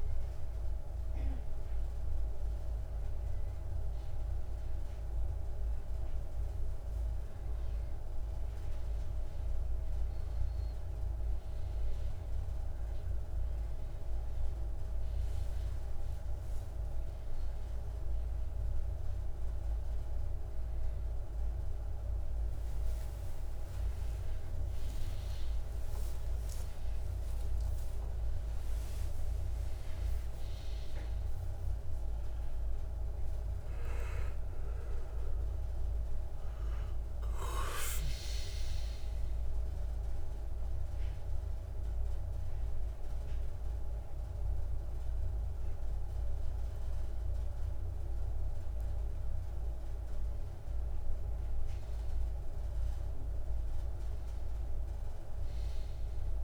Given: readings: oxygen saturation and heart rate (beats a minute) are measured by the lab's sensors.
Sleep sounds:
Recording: breathing in sleep, hard to hear, by a room microphone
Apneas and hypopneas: none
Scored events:
30.00-36.00 s: arousal
From the record:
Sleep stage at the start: N1 (lightest sleep)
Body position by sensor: on the back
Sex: male

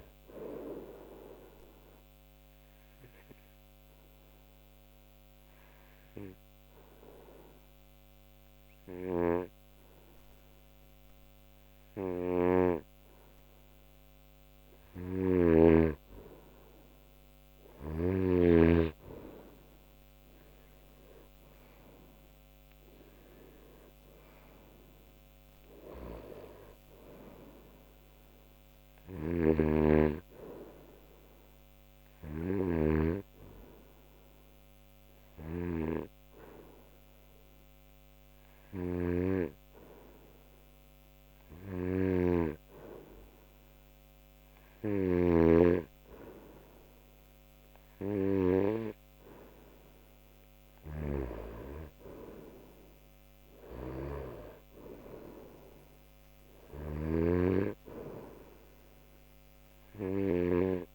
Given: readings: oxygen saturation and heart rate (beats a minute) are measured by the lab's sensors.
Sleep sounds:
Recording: breathing in sleep by a microphone on the trachea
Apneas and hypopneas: 2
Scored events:
2.00-15.50 s: obstructive apnea (oxygen 94% before, 90% lowest)
15.50-19.00 s: snoring (device-marked)
20.50-25.50 s: arousal
31.00-47.00 s: oxygen desaturation (device-marked, oxygen 94% before, 90% lowest)
32.00-48.50 s: hypopnea (oxygen 94% before, 90% lowest)
45.00-47.00 s: long interval between heartbeats (device-marked)
52.50-54.50 s: long interval between heartbeats (device-marked)
52.50-56.00 s: arousal
From the record:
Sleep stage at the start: N2 (light sleep)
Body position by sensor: on the right side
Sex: male

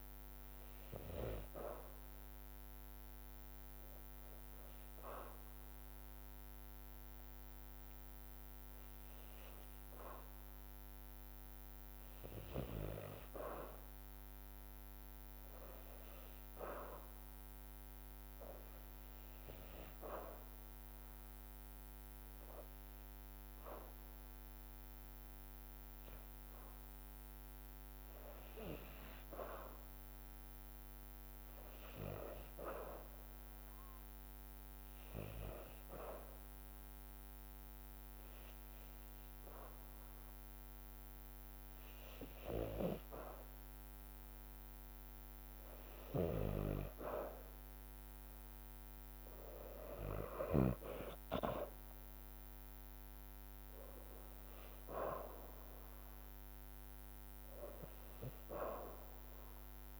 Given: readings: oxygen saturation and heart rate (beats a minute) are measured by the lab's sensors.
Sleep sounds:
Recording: breathing in sleep by a microphone on the trachea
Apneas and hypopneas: 2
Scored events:
1.00-12.00 s: hypopnea (oxygen 96% before, 87% lowest, heart rate 55 before, 56 extreme, up 1 after)
3.00-18.00 s: oxygen desaturation (device-marked, oxygen 96% before, 89% lowest, heart rate 56 before, 56 extreme)
8.00-16.00 s: drop in pulse transit time (device-marked, heart rate 56 before, 56 extreme)
17.50-22.50 s: arousal
26.00-36.00 s: drop in pulse transit time (device-marked, heart rate 56 before, 56 extreme)
29.00-44.00 s: oxygen desaturation (device-marked, oxygen 93% before, 88% lowest, heart rate 56 before, 57 extreme)
37.50-47.50 s: hypopnea (oxygen 93% before, 87% lowest, heart rate 57 before, 58 extreme, up 5 after)
46.00-52.00 s: oxygen desaturation (device-marked, oxygen 92% before, 89% lowest, heart rate 57 before, 59 extreme)
51.50-56.00 s: arousal
52.00-60.00 s: drop in pulse transit time (device-marked, heart rate 58 before, 60 extreme)
57.00-60.00 s: oxygen desaturation (device-marked, oxygen 91% before, 87% lowest, heart rate 59 before, 55 extreme)
From the record:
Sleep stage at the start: N2 (light sleep)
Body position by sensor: on the back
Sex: female

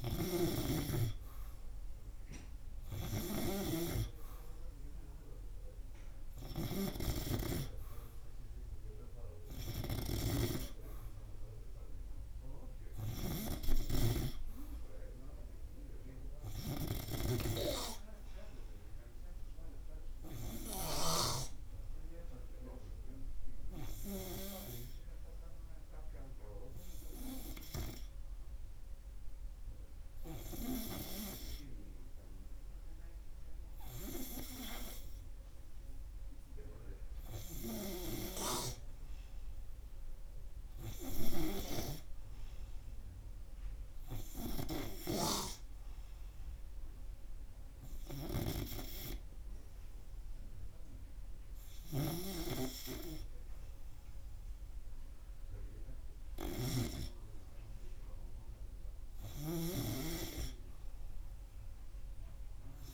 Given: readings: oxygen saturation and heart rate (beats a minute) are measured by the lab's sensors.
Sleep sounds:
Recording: breathing in sleep by a room microphone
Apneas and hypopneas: none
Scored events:
0.00-2.00 s: oxygen desaturation (device-marked, oxygen 97% before, 94% lowest, heart rate 80 before, 82 extreme)
47.00-58.00 s: oxygen desaturation (device-marked, oxygen 97% before, 93% lowest, heart rate 83 before, 82 extreme)
From the record:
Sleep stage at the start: N2 (light sleep)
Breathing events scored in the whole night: 189 in 3.3 hours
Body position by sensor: on the right side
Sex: male

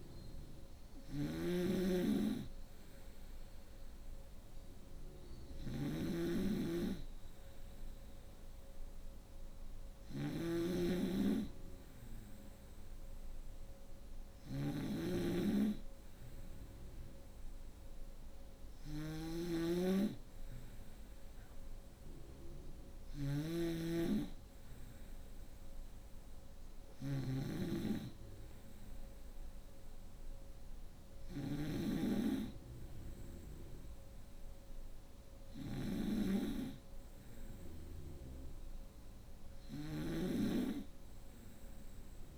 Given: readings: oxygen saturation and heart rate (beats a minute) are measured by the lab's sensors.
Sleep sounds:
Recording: breathing in sleep by a room microphone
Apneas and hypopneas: none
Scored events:
0.00-42.38 s: snoring (device-marked)
From the record:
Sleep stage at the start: N2 (light sleep)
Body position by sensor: on the right side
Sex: female

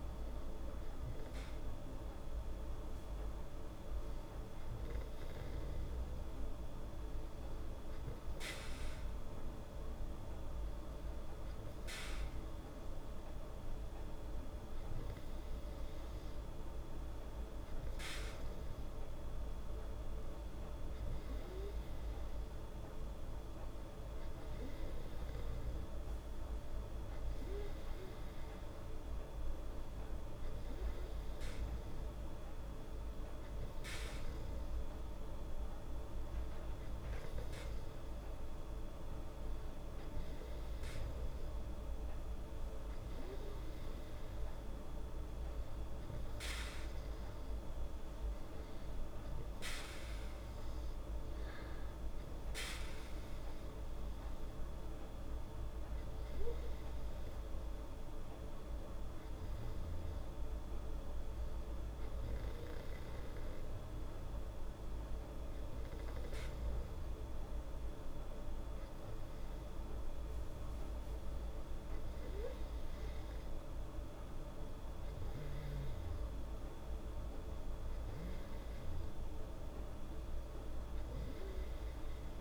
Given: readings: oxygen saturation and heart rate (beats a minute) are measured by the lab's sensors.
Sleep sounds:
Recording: breathing in sleep, hard to hear, by a room microphone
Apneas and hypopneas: none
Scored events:
none scored
From the record:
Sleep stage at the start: N2 (light sleep)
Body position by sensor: on the back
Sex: female

